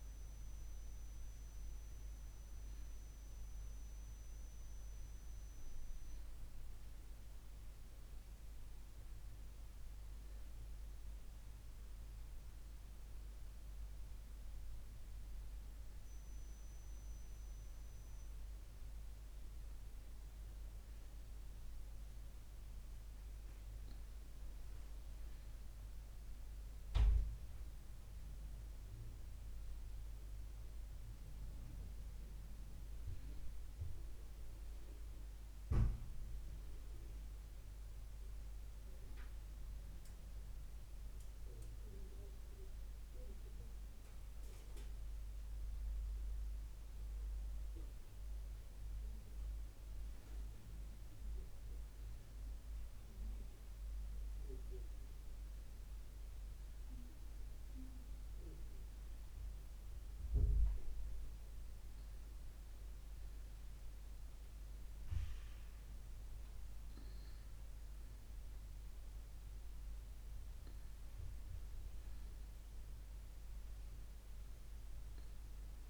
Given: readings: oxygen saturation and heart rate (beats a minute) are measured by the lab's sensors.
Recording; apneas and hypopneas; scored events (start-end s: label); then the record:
breathing in sleep, hard to hear, by a room microphone; none
none scored
From the record:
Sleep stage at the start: N2 (light sleep); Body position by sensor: on the right side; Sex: female